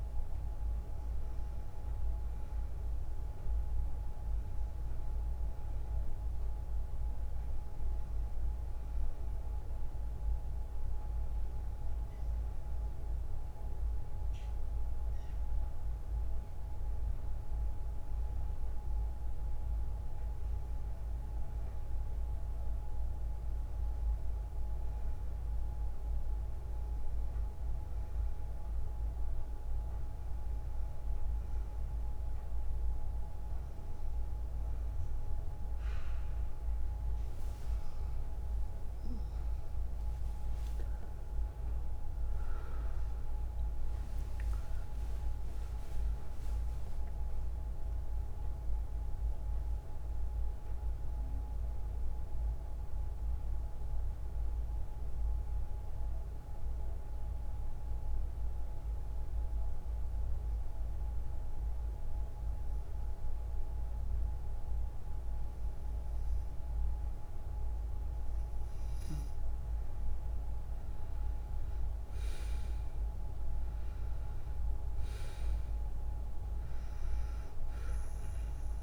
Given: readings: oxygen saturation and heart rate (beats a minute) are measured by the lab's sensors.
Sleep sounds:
breathing in sleep, hard to hear, by a room microphone; 1
37.50-41.00 s: arousal
48.00-66.50 s: obstructive apnea (oxygen 97% before, 93% lowest, heart rate 61 before, 51 extreme, up 11 after)
68.00-71.00 s: arousal
74.50-78.83 s: oxygen desaturation (device-marked, oxygen 98% before, 93% lowest, heart rate 56 before, 53 extreme)
From the record:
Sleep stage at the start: N2 (light sleep); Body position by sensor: on the front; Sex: female

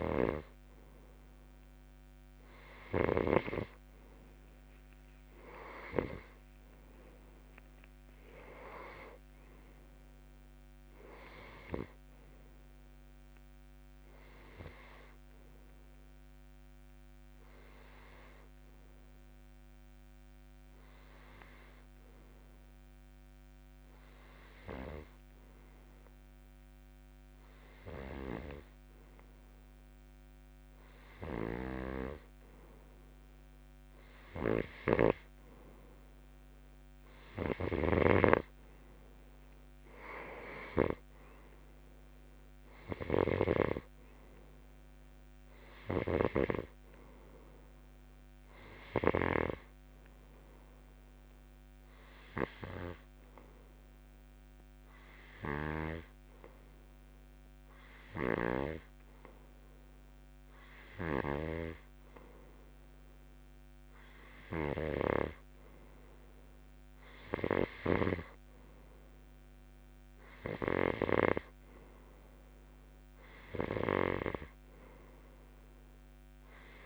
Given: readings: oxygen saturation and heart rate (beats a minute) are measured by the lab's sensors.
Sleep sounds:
breathing in sleep by a microphone on the trachea; 1
0.00-3.50 s: snoring (device-marked)
6.00-9.50 s: arousal
14.50-29.50 s: hypopnea (oxygen 91% before, 88% lowest, heart rate 63 before, 59 extreme, up 0 after)
28.00-49.50 s: snoring (device-marked)
35.50-40.00 s: arousal
45.50-67.50 s: oxygen desaturation (device-marked, oxygen 93% before, 89% lowest, heart rate 61 before, 58 extreme)
55.50-59.00 s: snoring (device-marked)
61.00-71.50 s: snoring (device-marked)
From the record:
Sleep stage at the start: N2 (light sleep); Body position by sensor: on the left side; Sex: male

